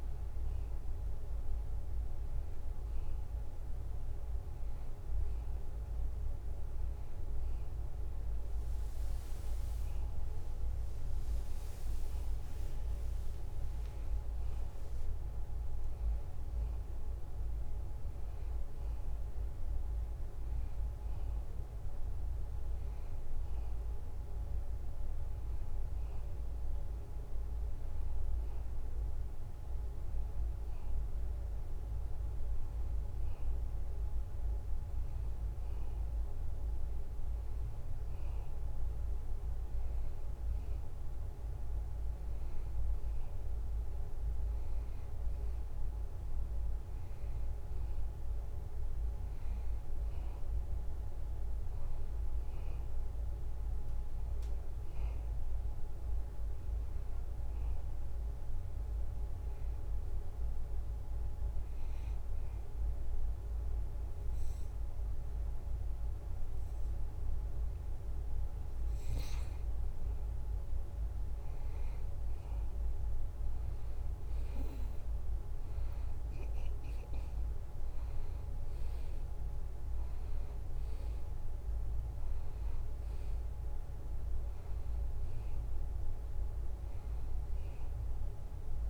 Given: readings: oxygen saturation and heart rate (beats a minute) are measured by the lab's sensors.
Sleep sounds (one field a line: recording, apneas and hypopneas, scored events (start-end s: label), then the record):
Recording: breathing in sleep, hard to hear, by a room microphone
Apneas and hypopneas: 1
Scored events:
21.50-25.50 s: arousal
52.00-56.00 s: arousal
59.50-69.50 s: hypopnea (oxygen 93% before, 90% lowest, heart rate 76 before, 73 extreme)
74.00-77.50 s: arousal
78.50-88.90 s: oxygen desaturation (device-marked, oxygen 93% before, 90% lowest, heart rate 74 before, 73 extreme)
From the record:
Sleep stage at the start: N2 (light sleep)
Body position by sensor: on the back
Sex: male